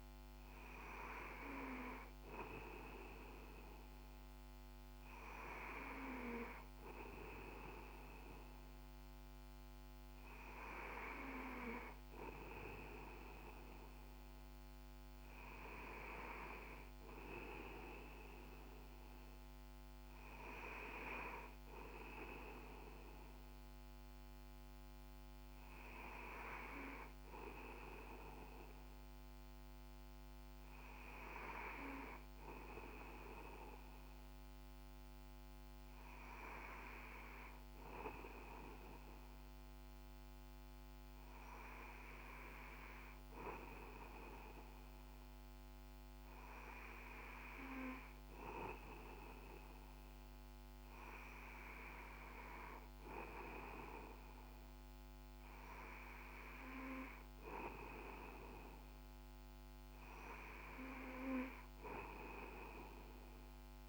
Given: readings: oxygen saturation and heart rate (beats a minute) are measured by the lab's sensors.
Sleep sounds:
breathing in sleep by a microphone on the trachea; none
none scored
From the record:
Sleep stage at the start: N2 (light sleep); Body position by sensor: on the back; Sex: male

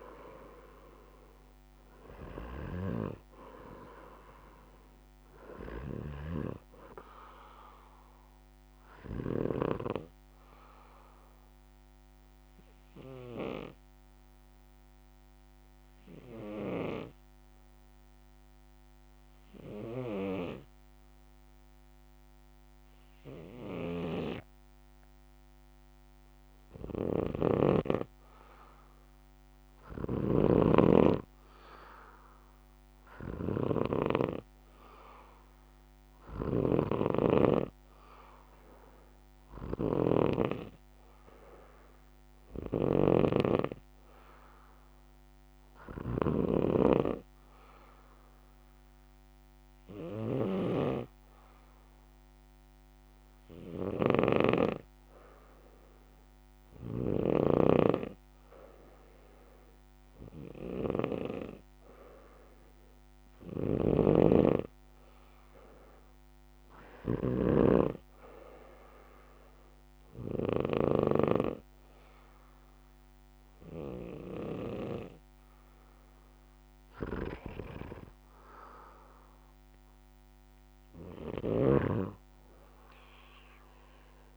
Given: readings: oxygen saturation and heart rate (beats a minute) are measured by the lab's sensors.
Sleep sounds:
breathing in sleep by a microphone on the trachea; 2
0.00-1.00 s: arousal
10.50-26.50 s: obstructive apnea (oxygen 95% before, 92% lowest, heart rate 68 before, 65 extreme, up 9 after)
24.00-46.50 s: snoring (device-marked)
28.50-45.50 s: oxygen desaturation (device-marked, oxygen 96% before, 92% lowest, heart rate 67 before, 68 extreme)
29.00-32.50 s: arousal
46.50-57.50 s: obstructive apnea (oxygen 96% before, 91% lowest, heart rate 71 before, 68 extreme, up 1 after)
54.00-57.50 s: snoring (device-marked)
59.50-62.50 s: arousal
63.50-71.50 s: snoring (device-marked)
81.50-84.37 s: snoring (device-marked)
From the record:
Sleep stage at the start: N2 (light sleep); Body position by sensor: on the back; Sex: male

